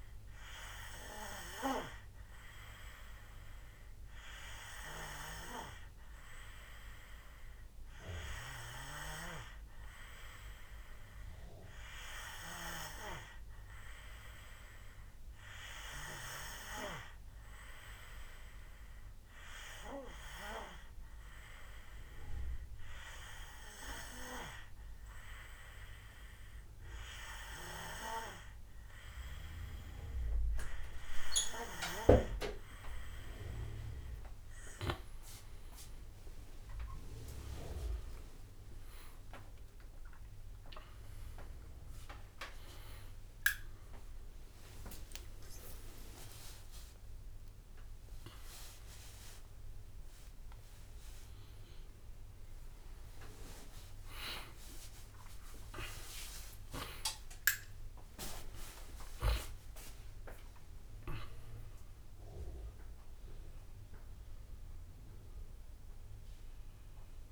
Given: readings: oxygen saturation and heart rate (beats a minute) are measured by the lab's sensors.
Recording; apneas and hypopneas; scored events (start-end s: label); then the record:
a person partly awake in a sleep study, by a room microphone; none
24.00-54.00 s: new sleep stage, awake
39.00-66.00 s: drop in pulse transit time (device-marked, heart rate 57 before, 72 extreme)
46.00-54.00 s: oxygen desaturation (device-marked, oxygen 96% before, 92% lowest, heart rate 64 before, 55 extreme)
54.00-67.32 s: new sleep stage, N1 (lightest sleep)
From the record:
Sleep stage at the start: N2 (light sleep); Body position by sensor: on the back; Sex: male